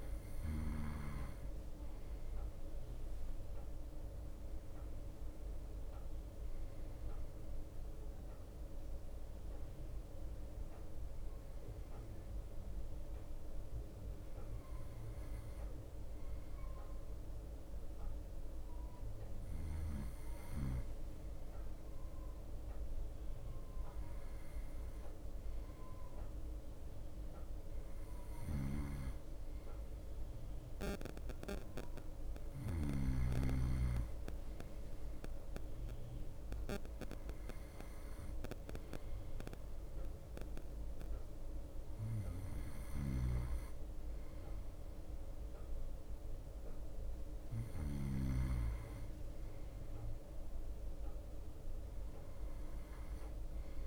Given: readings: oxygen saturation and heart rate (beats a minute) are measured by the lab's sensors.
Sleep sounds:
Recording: breathing in sleep by a room microphone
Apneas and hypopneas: none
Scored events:
0.00-1.50 s: snoring (device-marked)
12.50-21.50 s: bradycardia (device-marked, heart rate 62 before, 58 extreme)
29.00-33.50 s: snoring (device-marked)
39.50-49.50 s: bradycardia (device-marked, heart rate 64 before, 56 extreme)
43.00-48.50 s: snoring (device-marked)
From the record:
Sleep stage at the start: N2 (light sleep)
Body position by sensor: on the right side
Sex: male

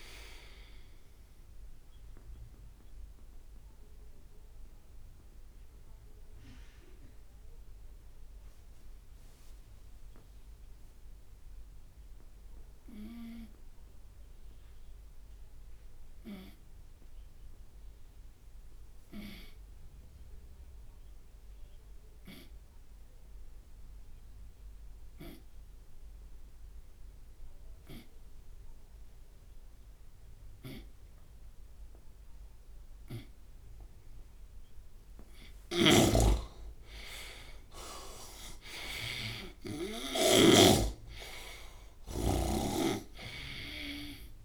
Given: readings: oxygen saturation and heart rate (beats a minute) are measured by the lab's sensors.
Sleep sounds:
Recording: breathing in sleep by a room microphone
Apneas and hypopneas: 1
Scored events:
0.00-15.50 s: tachycardia (device-marked)
0.00-21.50 s: oxygen desaturation (device-marked, oxygen 86% lowest)
4.00-35.00 s: obstructive apnea (oxygen 99% before, 83% lowest)
35.50-44.45 s: oxygen desaturation (device-marked, oxygen 99% before, 83% lowest)
36.00-41.00 s: snoring (device-marked)
36.50-41.00 s: arousal
From the record:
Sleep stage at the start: N2 (light sleep)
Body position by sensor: on the right side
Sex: male

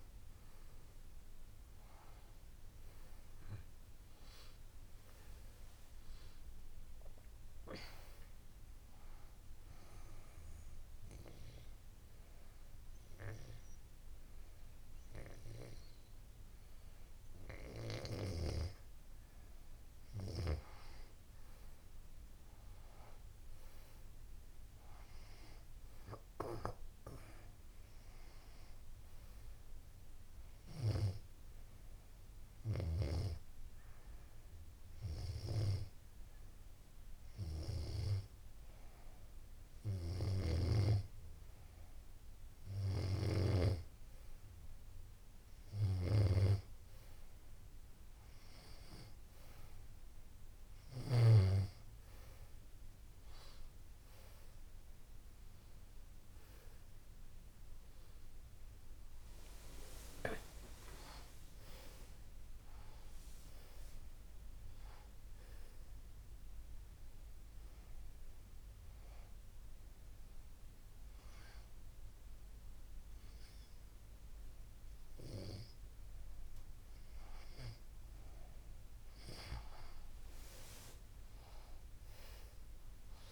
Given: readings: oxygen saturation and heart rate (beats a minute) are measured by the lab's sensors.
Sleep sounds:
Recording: breathing in sleep by a room microphone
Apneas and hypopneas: 3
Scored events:
0.00-4.50 s: oxygen desaturation (device-marked, oxygen 92% lowest, heart rate 84 extreme)
9.00-19.00 s: obstructive apnea (oxygen 95% before, 91% lowest, heart rate 88 before, 84 extreme, up 5 after)
21.50-25.00 s: arousal
23.50-34.50 s: oxygen desaturation (device-marked, oxygen 95% before, 91% lowest, heart rate 89 before, 85 extreme)
29.00-40.00 s: obstructive apnea (oxygen 95% before, 91% lowest, heart rate 88 before, 85 extreme, up 1 after)
53.50-58.50 s: arousal
67.00-77.50 s: obstructive apnea (oxygen 95% before, 91% lowest, heart rate 90 before, 84 extreme, up 4 after)
78.50-83.32 s: oxygen desaturation (device-marked, oxygen 96% before, 91% lowest, heart rate 92 before, 84 extreme)
79.50-83.32 s: arousal
From the record:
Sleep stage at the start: N2 (light sleep)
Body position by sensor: on the back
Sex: female

